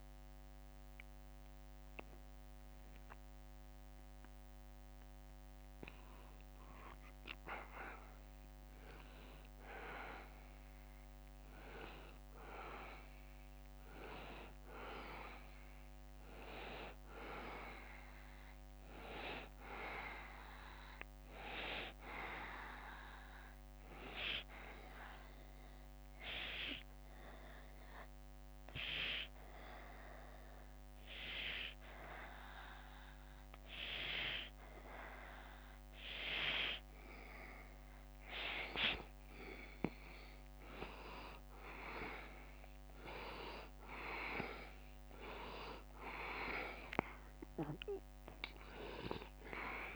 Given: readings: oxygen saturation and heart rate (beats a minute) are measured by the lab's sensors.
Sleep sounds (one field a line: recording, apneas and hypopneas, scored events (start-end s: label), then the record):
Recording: breathing in sleep by a microphone on the trachea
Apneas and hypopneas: 1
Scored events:
0.00-9.00 s: oxygen desaturation (device-marked, oxygen 89% lowest, heart rate 73 extreme)
23.50-39.00 s: hypopnea (oxygen 95% before, 90% lowest, heart rate 77 before, 71 extreme, up 1 after)
45.00-49.96 s: oxygen desaturation (device-marked, oxygen 95% before, 90% lowest, heart rate 73 before, 72 extreme)
46.00-49.96 s: drop in pulse transit time (device-marked, heart rate 73 before, 73 extreme)
From the record:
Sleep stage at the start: N2 (light sleep)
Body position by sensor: on the back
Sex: male